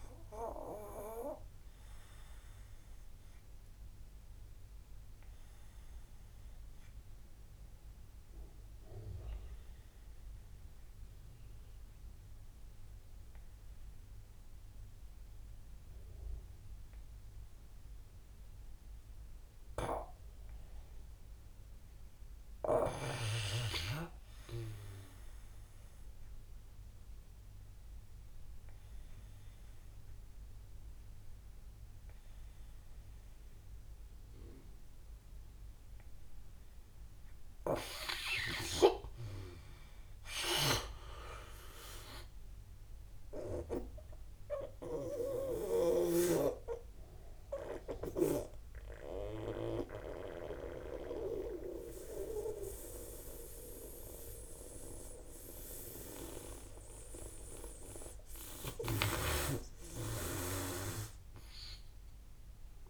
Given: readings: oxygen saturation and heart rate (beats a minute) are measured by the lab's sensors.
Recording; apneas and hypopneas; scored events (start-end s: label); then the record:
breathing in sleep by a room microphone; 1
1.00-37.00 s: obstructive apnea (oxygen 97% before, 80% lowest, heart rate 63 before, 54 extreme, up 26 after)
13.50-46.50 s: oxygen desaturation (device-marked, oxygen 95% before, 81% lowest, heart rate 58 before, 52 extreme)
25.50-29.50 s: drop in pulse transit time (device-marked, heart rate 60 before, 57 extreme)
38.50-41.50 s: arousal
42.50-57.50 s: drop in pulse transit time (device-marked, heart rate 65 before, 63 extreme)
48.50-62.90 s: oxygen desaturation (device-marked, oxygen 88% before, 80% lowest, heart rate 70 before, 52 extreme)
From the record:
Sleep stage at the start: N2 (light sleep); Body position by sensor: on the back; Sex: male